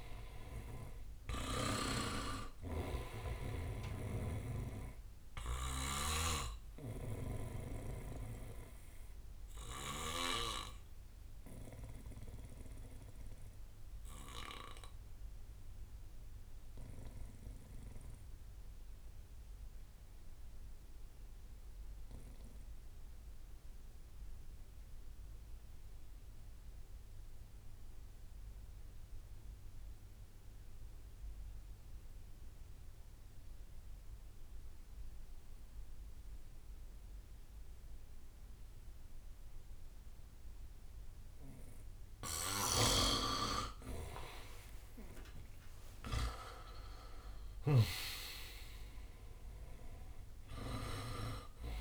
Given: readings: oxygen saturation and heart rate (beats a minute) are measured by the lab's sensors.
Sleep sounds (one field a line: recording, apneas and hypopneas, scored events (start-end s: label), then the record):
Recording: breathing in sleep by a room microphone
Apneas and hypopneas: 1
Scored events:
0.00-15.50 s: oxygen desaturation (device-marked, oxygen 89% lowest, heart rate 54 extreme)
4.50-17.50 s: bradycardia (device-marked, heart rate 68 before, 54 extreme)
6.00-10.00 s: snoring (device-marked)
10.00-42.00 s: obstructive apnea (oxygen 99% before, 85% lowest, heart rate 62 before, 53 extreme, up 19 after)
27.50-29.50 s: bradycardia (device-marked, heart rate 67 before, 59 extreme)
34.50-51.81 s: oxygen desaturation (device-marked, oxygen 99% before, 85% lowest, heart rate 59 before, 53 extreme)
42.50-48.00 s: snoring (device-marked)
45.00-48.50 s: arousal
45.50-51.81 s: drop in pulse transit time (device-marked, heart rate 61 before, 60 extreme)
From the record:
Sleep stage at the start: N2 (light sleep)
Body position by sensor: on the back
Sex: male